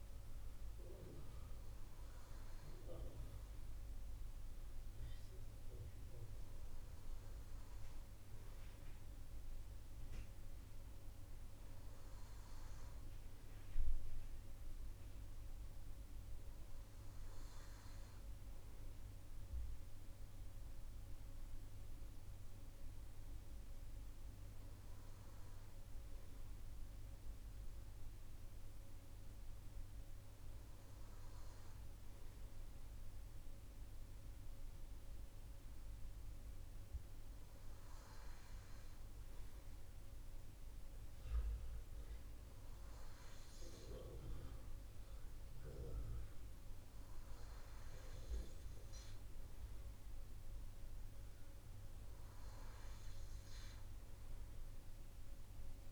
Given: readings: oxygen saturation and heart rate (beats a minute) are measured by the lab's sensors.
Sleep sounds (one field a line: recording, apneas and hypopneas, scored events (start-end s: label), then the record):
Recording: breathing in sleep, hard to hear, by a room microphone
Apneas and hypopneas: none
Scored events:
none scored
From the record:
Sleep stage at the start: N2 (light sleep)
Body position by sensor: on the right side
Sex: male